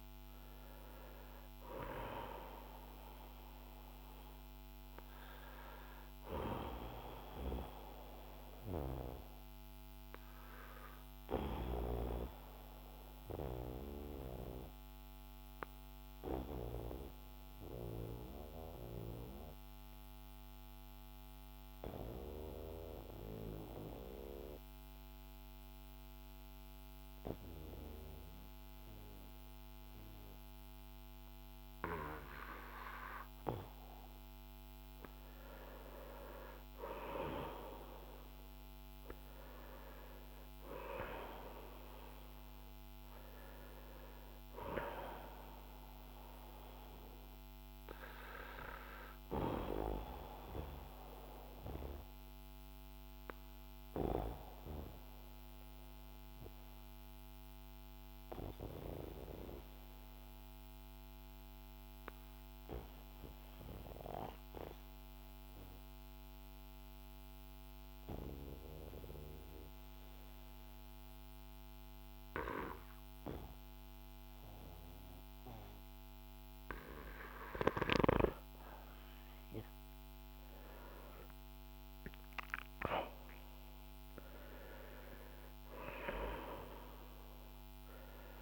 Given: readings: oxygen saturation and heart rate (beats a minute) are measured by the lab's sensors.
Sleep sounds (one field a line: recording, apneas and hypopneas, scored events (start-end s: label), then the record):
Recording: breathing in sleep by a microphone on the trachea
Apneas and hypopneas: 2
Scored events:
0.00-25.50 s: oxygen desaturation (device-marked, oxygen 87% lowest, heart rate 48 extreme)
7.50-34.00 s: obstructive apnea (oxygen 96% before, 87% lowest, heart rate 58 before, 51 extreme, up 9 after)
35.50-40.00 s: arousal
48.50-68.50 s: oxygen desaturation (device-marked, oxygen 94% before, 90% lowest, heart rate 57 before, 39 extreme)
50.50-77.50 s: obstructive apnea (oxygen 96% before, 88% lowest, heart rate 58 before, 39 extreme, up 6 after)
80.00-84.00 s: arousal
81.50-88.41 s: oxygen desaturation (device-marked, oxygen 96% before, 88% lowest, heart rate 51 before, 47 extreme)
From the record:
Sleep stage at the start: N2 (light sleep)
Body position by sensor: on the back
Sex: male